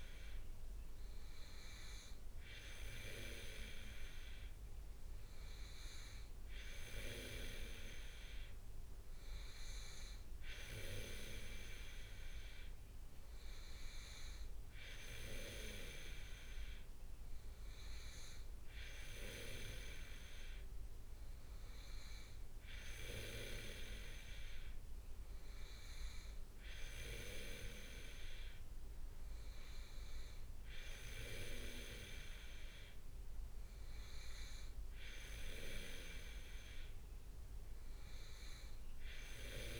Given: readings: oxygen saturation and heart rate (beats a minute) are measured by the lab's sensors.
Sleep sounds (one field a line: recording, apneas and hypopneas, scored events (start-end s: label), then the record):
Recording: breathing in sleep by a room microphone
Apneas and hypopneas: none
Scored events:
none scored
From the record:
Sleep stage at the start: N2 (light sleep)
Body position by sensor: on the back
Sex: male